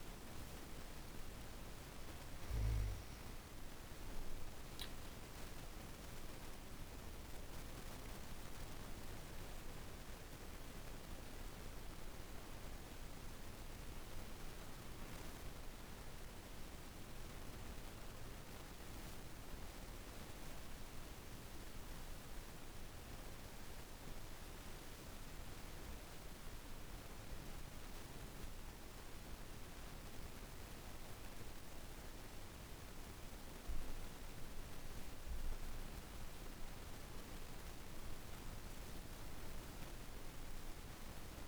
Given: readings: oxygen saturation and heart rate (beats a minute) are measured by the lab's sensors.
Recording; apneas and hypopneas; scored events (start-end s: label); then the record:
breathing in sleep, hard to hear, by a room microphone; 1
0.00-19.50 s: oxygen desaturation (device-marked, oxygen 82% lowest)
11.50-24.00 s: obstructive apnea (oxygen 97% before, 84% lowest)
25.50-29.00 s: arousal
28.50-41.48 s: oxygen desaturation (device-marked, oxygen 98% before, 91% lowest)
From the record:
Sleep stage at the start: N2 (light sleep); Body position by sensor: on the right side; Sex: female